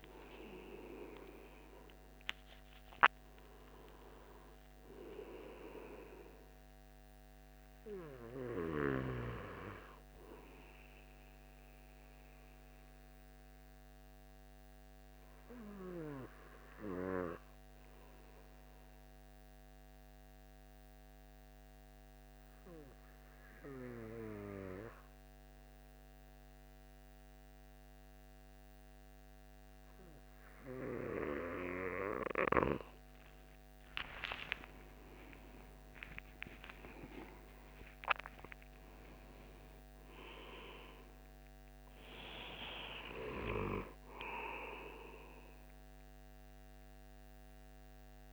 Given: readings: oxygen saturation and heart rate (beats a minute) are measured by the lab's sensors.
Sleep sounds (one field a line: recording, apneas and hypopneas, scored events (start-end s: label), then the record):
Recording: breathing in sleep by a microphone on the trachea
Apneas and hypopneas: 1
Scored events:
0.00-4.50 s: arousal
12.00-32.00 s: obstructive apnea (oxygen 96% before, 91% lowest, heart rate 81 before, 66 extreme, up 36 after)
34.00-39.00 s: arousal
37.50-48.32 s: oxygen desaturation (device-marked, oxygen 97% before, 91% lowest, heart rate 78 before, 64 extreme)
From the record:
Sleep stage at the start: N2 (light sleep)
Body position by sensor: on the back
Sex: male